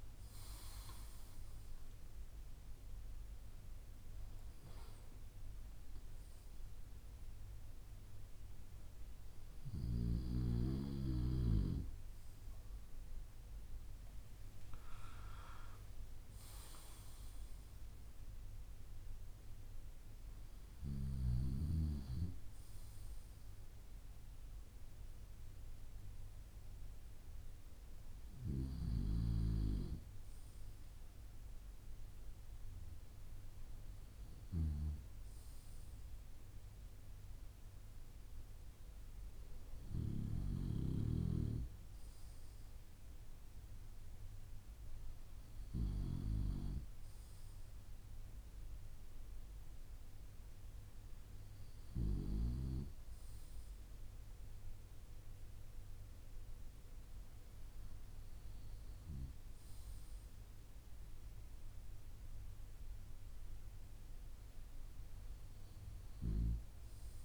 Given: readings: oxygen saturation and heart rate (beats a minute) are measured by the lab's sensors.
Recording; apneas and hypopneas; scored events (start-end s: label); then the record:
breathing in sleep by a room microphone; none
none scored
From the record:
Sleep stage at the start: N2 (light sleep); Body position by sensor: on the back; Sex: male